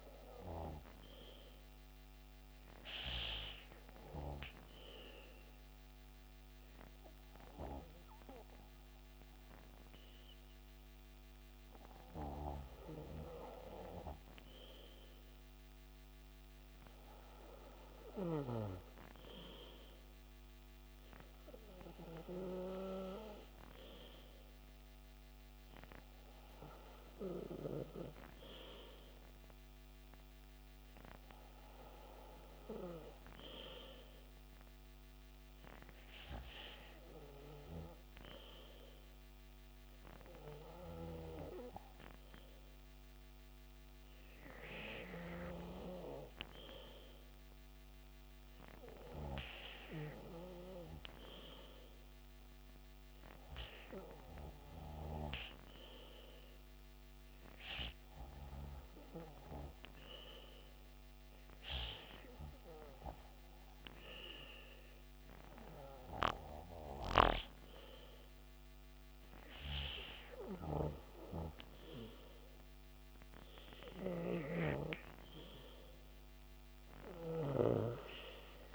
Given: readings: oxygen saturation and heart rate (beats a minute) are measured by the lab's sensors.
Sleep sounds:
breathing in sleep by a microphone on the trachea; 2
1.00-15.00 s: hypopnea (oxygen 98% before, 95% lowest, heart rate 69 before, 63 extreme, up 3 after)
16.50-19.50 s: arousal
53.00-68.00 s: hypopnea (oxygen 97% before, 95% lowest, heart rate 67 before, 65 extreme, up 6 after)
72.00-75.50 s: arousal
From the record:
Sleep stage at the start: N2 (light sleep); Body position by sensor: on the back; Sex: male

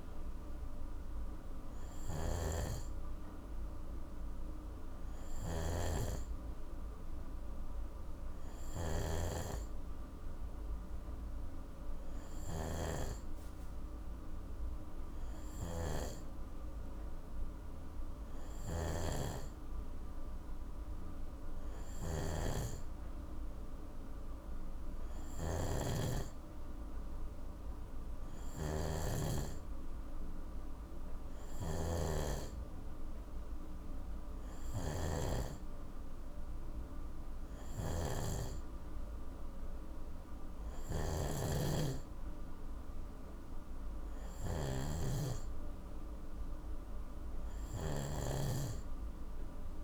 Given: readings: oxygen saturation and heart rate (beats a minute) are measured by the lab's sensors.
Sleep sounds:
breathing in sleep by a room microphone; none
0.00-49.84 s: snoring (device-marked)
From the record:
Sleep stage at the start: N2 (light sleep); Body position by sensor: on the right side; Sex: male

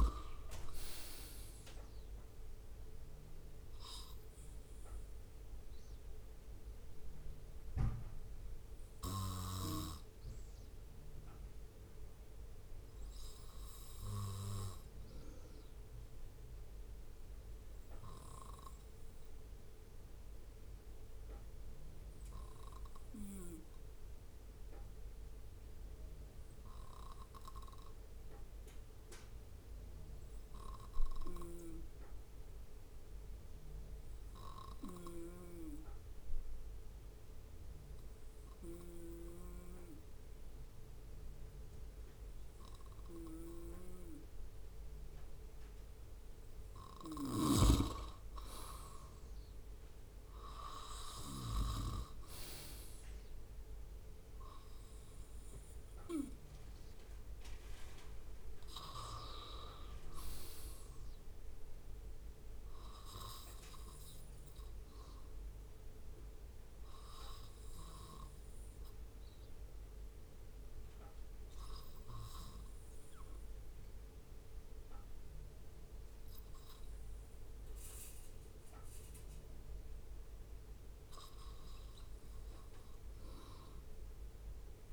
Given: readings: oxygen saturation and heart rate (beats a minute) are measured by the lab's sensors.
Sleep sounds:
breathing in sleep by a room microphone; 1
6.00-18.00 s: oxygen desaturation (device-marked, oxygen 95% before, 91% lowest, heart rate 68 before, 64 extreme)
12.00-14.50 s: leg movement (device-marked)
17.00-45.00 s: obstructive apnea (oxygen 96% before, 94% lowest, heart rate 65 before, 63 extreme, up 6 after)
48.00-52.00 s: arousal
80.00-82.50 s: arousal
From the record:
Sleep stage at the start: N2 (light sleep); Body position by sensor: on the right side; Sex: male

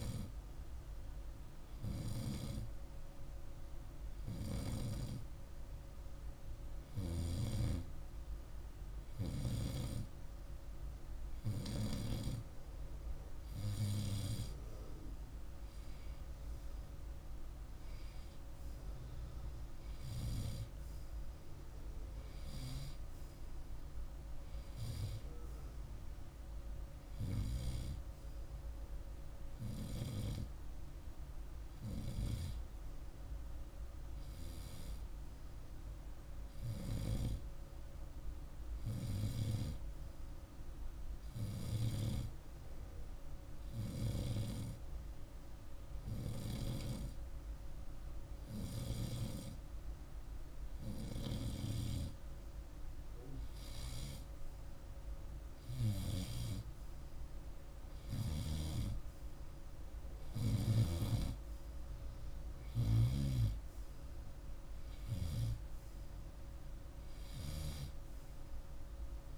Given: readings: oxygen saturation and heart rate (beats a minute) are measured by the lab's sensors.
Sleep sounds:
breathing in sleep by a room microphone; none
none scored
From the record:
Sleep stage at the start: N2 (light sleep); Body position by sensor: on the right side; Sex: male

